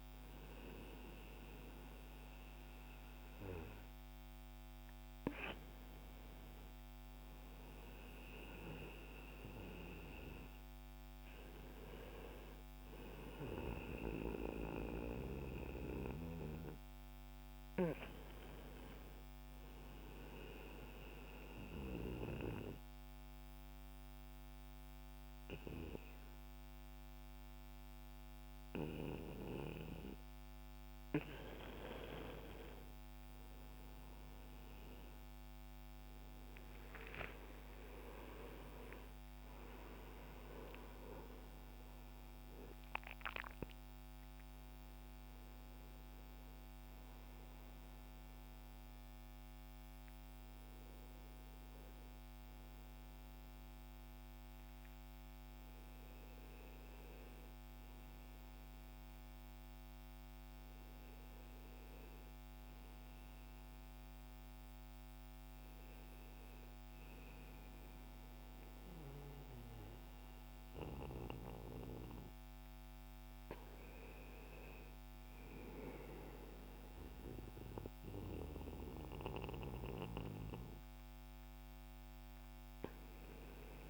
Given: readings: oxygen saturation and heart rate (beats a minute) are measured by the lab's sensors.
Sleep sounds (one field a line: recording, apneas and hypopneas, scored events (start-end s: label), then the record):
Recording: breathing in sleep by a microphone on the trachea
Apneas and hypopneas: 1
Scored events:
20.50-32.00 s: obstructive apnea (oxygen 94% before, 85% lowest, heart rate 65 before, 63 extreme, up 3 after)
33.50-38.50 s: arousal
36.50-59.50 s: oxygen desaturation (device-marked, oxygen 93% before, 85% lowest, heart rate 64 before, 61 extreme)
60.00-64.00 s: arousal
82.50-83.90 s: new sleep stage, N2 (light sleep)
82.50-83.90 s: oxygen desaturation (device-marked, oxygen 96% before, 91% lowest, heart rate 65 before, 60 extreme)
From the record:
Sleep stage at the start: N1 (lightest sleep)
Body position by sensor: on the right side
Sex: male